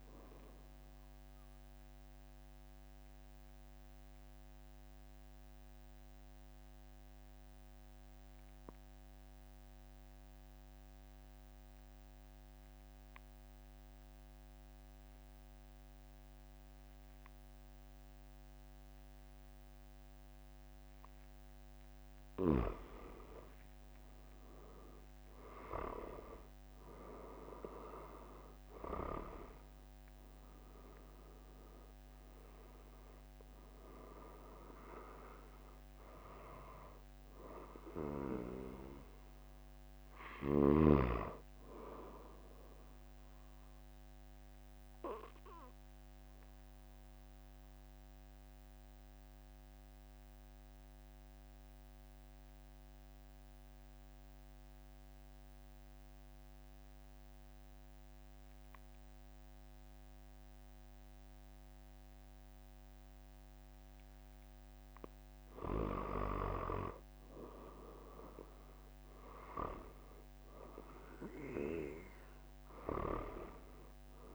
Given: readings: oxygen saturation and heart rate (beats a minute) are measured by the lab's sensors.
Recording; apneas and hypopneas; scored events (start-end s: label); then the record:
breathing in sleep by a microphone on the trachea; 2
0.00-7.00 s: oxygen desaturation (device-marked, oxygen 92% lowest, heart rate 43 extreme)
2.50-22.00 s: mixed apnea (oxygen 97% before, 92% lowest, heart rate 45 before, 44 extreme, up 3 after)
22.50-27.50 s: arousal
45.50-65.00 s: mixed apnea (oxygen 97% before, 92% lowest, heart rate 46 before, 43 extreme, up 4 after)
67.50-71.00 s: arousal
From the record:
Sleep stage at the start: N2 (light sleep); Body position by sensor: on the back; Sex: male